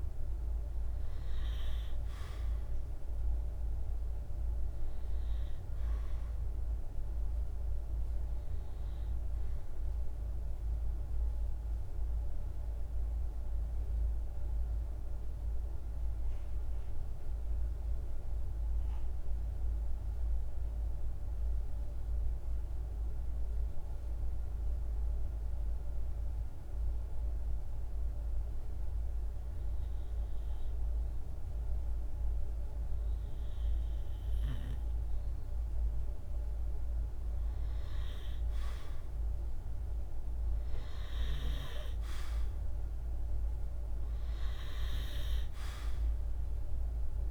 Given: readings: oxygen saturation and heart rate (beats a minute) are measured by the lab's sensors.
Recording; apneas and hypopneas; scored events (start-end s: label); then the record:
breathing in sleep by a room microphone; 1
0.00-15.50 s: oxygen desaturation (device-marked, oxygen 92% lowest, heart rate 52 extreme)
11.00-27.00 s: hypopnea (oxygen 98% before, 92% lowest, heart rate 53 before, 53 extreme, up 2 after)
29.00-33.00 s: arousal
34.50-47.31 s: oxygen desaturation (device-marked, oxygen 98% before, 92% lowest, heart rate 54 before, 52 extreme)
From the record:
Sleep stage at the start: N2 (light sleep); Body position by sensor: on the right side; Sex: male